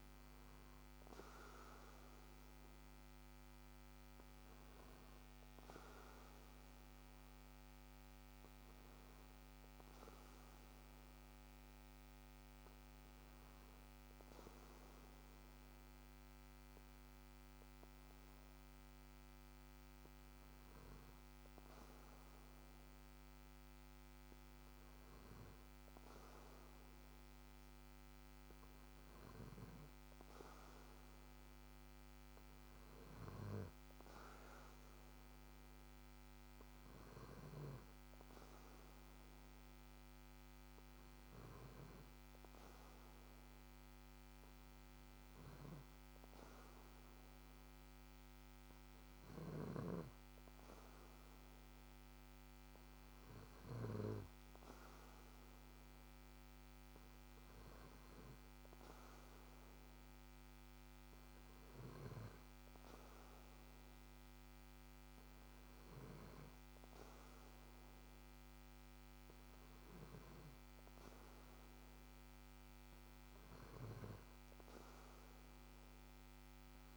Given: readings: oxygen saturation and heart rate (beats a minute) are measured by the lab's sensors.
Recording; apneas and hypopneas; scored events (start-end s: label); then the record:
breathing in sleep, hard to hear, by a microphone on the trachea; none
none scored
From the record:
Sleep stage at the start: N2 (light sleep); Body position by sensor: on the back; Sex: male